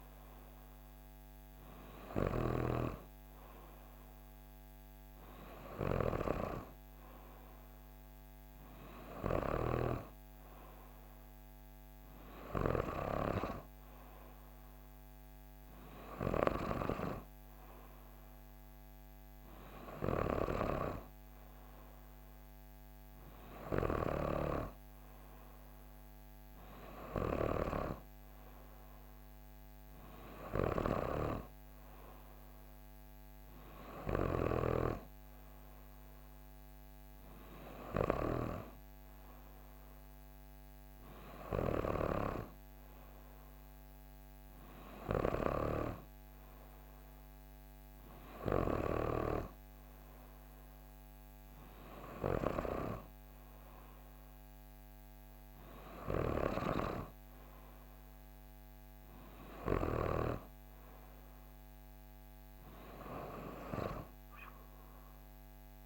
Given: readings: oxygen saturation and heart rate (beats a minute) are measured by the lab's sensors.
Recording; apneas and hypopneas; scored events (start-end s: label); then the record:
breathing in sleep by a microphone on the trachea; none
none scored
From the record:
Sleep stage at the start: N3 (deep sleep); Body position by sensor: on the back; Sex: female